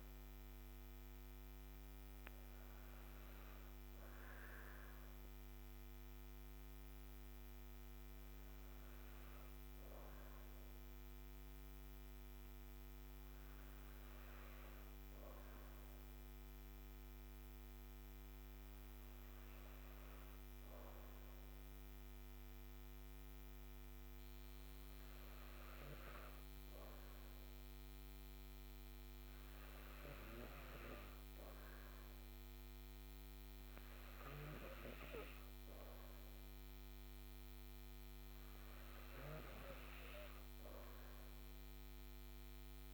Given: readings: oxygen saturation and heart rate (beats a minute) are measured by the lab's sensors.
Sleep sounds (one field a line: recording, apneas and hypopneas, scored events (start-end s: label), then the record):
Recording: breathing in sleep by a microphone on the trachea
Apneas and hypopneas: none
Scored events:
none scored
From the record:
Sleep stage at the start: N3 (deep sleep)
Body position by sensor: on the back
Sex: female